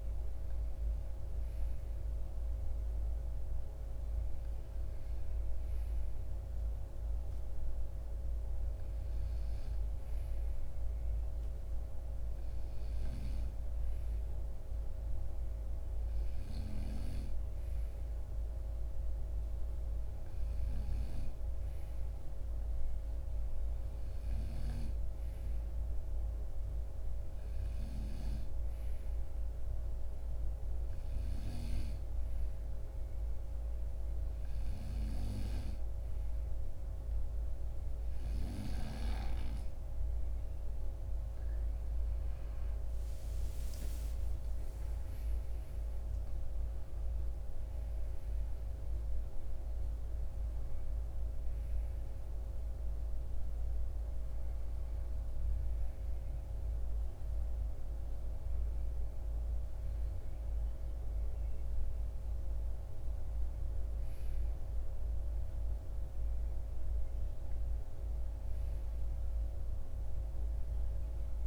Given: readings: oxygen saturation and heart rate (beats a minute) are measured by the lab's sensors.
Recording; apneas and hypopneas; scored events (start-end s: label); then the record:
breathing in sleep by a room microphone; none
none scored
From the record:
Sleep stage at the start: N2 (light sleep); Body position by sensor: on the right side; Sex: male